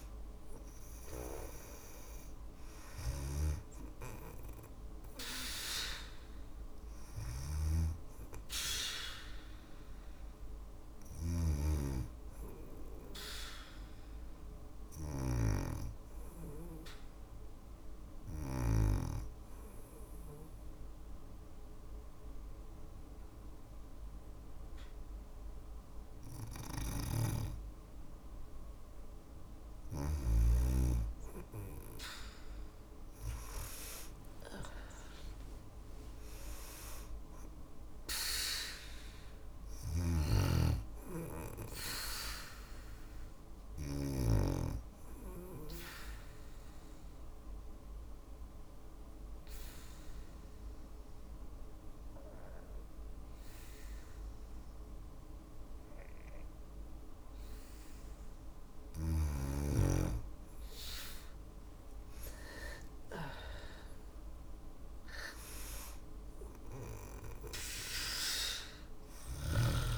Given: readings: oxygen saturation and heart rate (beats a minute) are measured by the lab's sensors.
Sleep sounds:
breathing in sleep by a room microphone; 2
0.00-1.50 s: arousal
1.50-22.50 s: oxygen desaturation (device-marked, oxygen 97% before, 93% lowest, heart rate 55 before, 54 extreme)
2.00-18.00 s: snoring (device-marked)
13.00-26.00 s: hypopnea (oxygen 97% before, 92% lowest, heart rate 56 before, 54 extreme, up 4 after)
32.50-37.00 s: arousal
36.50-57.50 s: oxygen desaturation (device-marked, oxygen 97% before, 93% lowest, heart rate 56 before, 53 extreme)
39.00-43.50 s: snoring (device-marked)
44.00-57.00 s: obstructive apnea (oxygen 97% before, 91% lowest, heart rate 57 before, 53 extreme, up 6 after)
60.00-65.00 s: arousal
64.50-69.98 s: oxygen desaturation (device-marked, oxygen 97% before, 92% lowest, heart rate 55 before, 53 extreme)
From the record:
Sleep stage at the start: N2 (light sleep); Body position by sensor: on the back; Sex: female

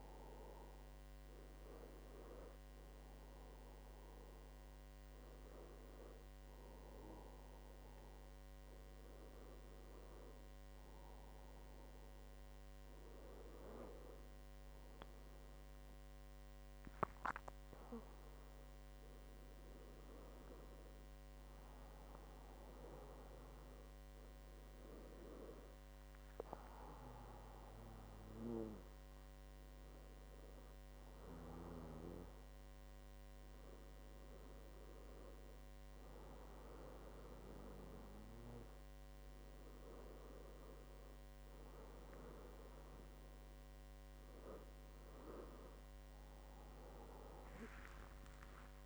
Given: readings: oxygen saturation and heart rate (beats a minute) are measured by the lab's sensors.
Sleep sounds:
breathing in sleep by a microphone on the trachea; none
16.50-19.50 s: arousal
16.50-46.50 s: new sleep stage, N1 (lightest sleep)
46.50-48.86 s: new sleep stage, N2 (light sleep)
From the record:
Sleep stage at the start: N2 (light sleep); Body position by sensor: on the back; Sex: male

